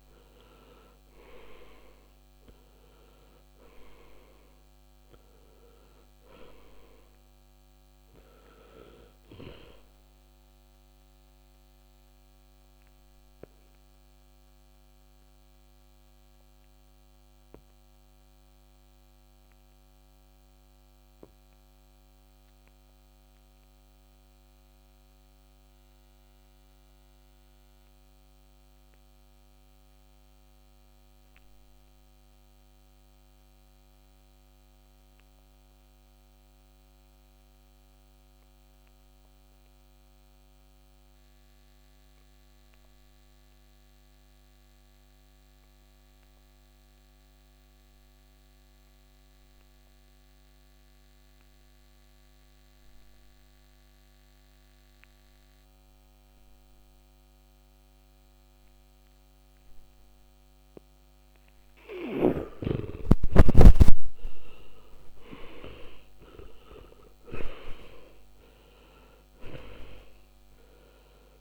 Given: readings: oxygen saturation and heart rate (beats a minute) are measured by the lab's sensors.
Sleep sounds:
breathing in sleep by a microphone on the trachea; 1
4.50-36.50 s: oxygen desaturation (device-marked, oxygen 92% before, 74% lowest, heart rate 60 before, 46 extreme)
10.00-62.00 s: obstructive apnea (oxygen 99% before, 74% lowest, heart rate 66 before, 46 extreme, up 25 after)
55.50-71.41 s: oxygen desaturation (device-marked, oxygen 99% before, 75% lowest, heart rate 51 before, 50 extreme)
63.50-67.00 s: arousal
66.50-71.41 s: new sleep stage, N1 (lightest sleep)
From the record:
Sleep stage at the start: N2 (light sleep); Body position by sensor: on the back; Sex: male

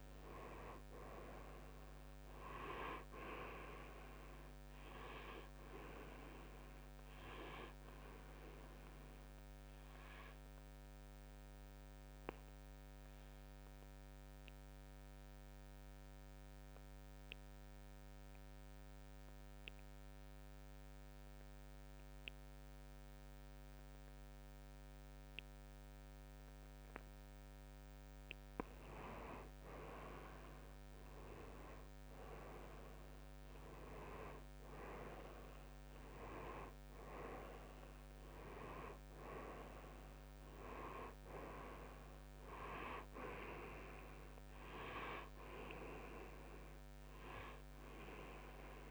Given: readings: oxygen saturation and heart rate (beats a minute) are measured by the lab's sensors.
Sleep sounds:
breathing in sleep by a microphone on the trachea; 1
9.00-27.50 s: obstructive apnea (oxygen 96% before, 90% lowest, heart rate 63 before, 57 extreme, up 9 after)
17.00-31.00 s: oxygen desaturation (device-marked, oxygen 96% before, 91% lowest, heart rate 61 before, 58 extreme)
31.00-36.00 s: arousal
From the record:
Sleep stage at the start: N2 (light sleep); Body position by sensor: on the right side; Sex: male

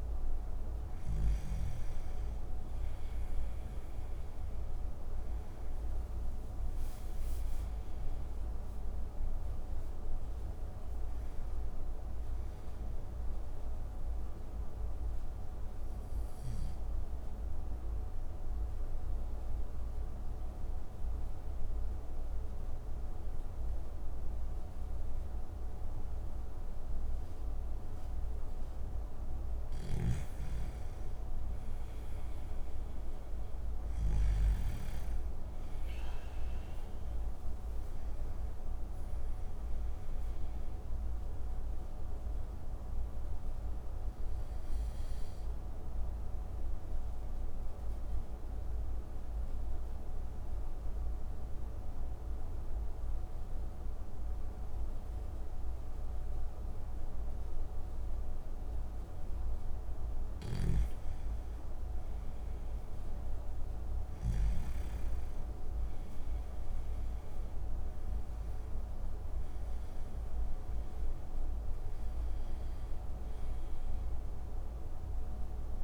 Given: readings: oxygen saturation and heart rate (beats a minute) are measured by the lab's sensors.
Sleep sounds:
breathing in sleep, hard to hear, by a room microphone; 2
13.50-27.50 s: mixed apnea (oxygen 96% before, 91% lowest)
35.00-39.50 s: arousal
42.00-63.00 s: oxygen desaturation (device-marked, oxygen 96% before, 91% lowest)
46.00-58.50 s: mixed apnea (oxygen 96% before, 91% lowest)
63.50-67.50 s: arousal
From the record:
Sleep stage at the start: N2 (light sleep); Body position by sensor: on the back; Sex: male

